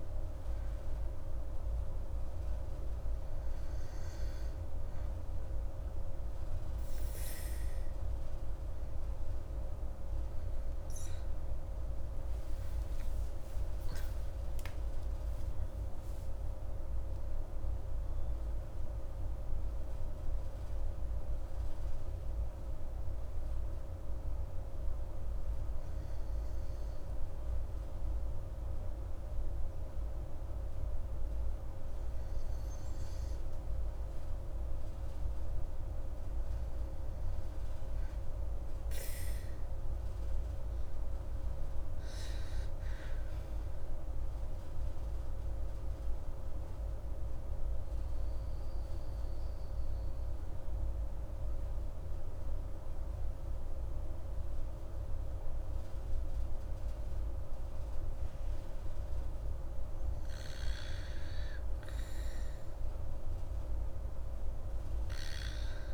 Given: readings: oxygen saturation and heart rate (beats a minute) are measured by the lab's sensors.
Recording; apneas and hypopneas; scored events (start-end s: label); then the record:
breathing in sleep, hard to hear, by a room microphone; 2
12.00-17.00 s: arousal
23.00-33.50 s: hypopnea (oxygen 98% before, 95% lowest, heart rate 153 before, 107 extreme, up 59 after)
36.50-41.00 s: arousal
46.50-59.50 s: central apnea (oxygen 98% before, 94% lowest, heart rate 140 before, 95 extreme, up 42 after)
61.50-65.94 s: arousal
From the record:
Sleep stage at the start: N2 (light sleep); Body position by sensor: on the back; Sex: female